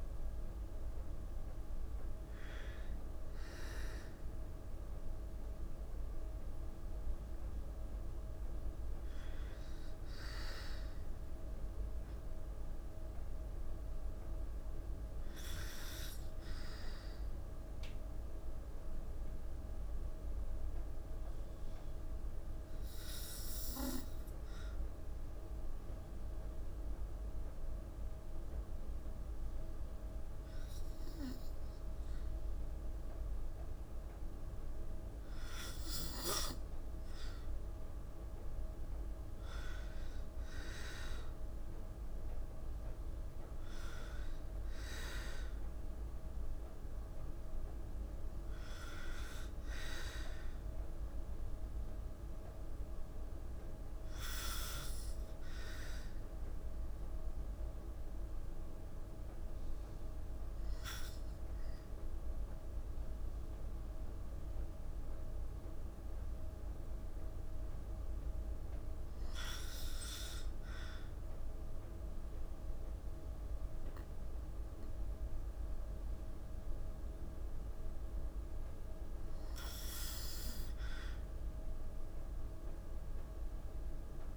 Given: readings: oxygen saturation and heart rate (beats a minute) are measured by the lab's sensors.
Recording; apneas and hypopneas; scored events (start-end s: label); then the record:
breathing in sleep, hard to hear, by a room microphone; 1
0.00-1.50 s: oxygen desaturation (device-marked, oxygen 93% lowest, heart rate 54 extreme)
10.50-14.00 s: arousal
18.50-33.50 s: obstructive apnea (oxygen 96% before, 94% lowest, heart rate 63 before, 56 extreme, up 0 after)
36.00-41.00 s: arousal
From the record:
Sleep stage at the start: N2 (light sleep); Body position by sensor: on the back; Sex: female